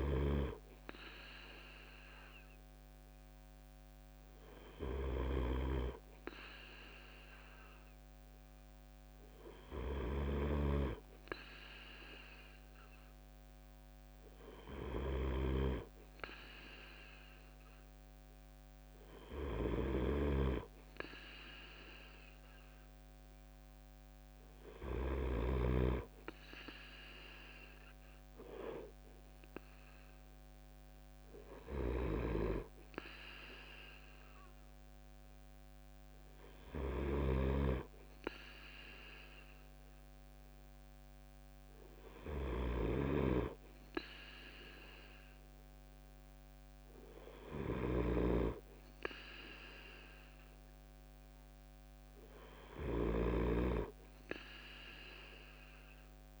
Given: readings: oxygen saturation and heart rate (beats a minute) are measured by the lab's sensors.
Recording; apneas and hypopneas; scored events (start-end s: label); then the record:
breathing in sleep by a microphone on the trachea; none
0.00-25.00 s: snoring (device-marked)
31.00-52.50 s: snoring (device-marked)
From the record:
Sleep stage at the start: N2 (light sleep); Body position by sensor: on the right side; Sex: male